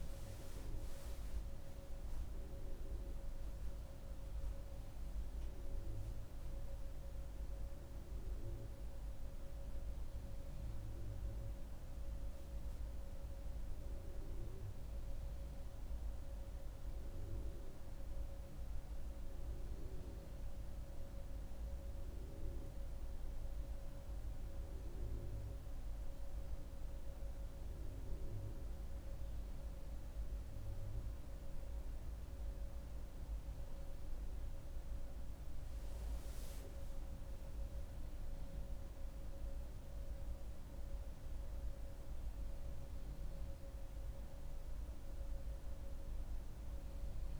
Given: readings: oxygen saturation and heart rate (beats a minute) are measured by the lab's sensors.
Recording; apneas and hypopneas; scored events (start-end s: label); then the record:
breathing in sleep, hard to hear, by a room microphone; 1
0.00-11.50 s: oxygen desaturation (device-marked, oxygen 90% lowest)
14.50-18.50 s: arousal
25.00-35.00 s: central apnea (oxygen 96% before, 90% lowest)
37.50-42.00 s: arousal
45.50-47.40 s: oxygen desaturation (device-marked, oxygen 96% before, 92% lowest)
From the record:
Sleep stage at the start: N2 (light sleep); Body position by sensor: on the back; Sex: female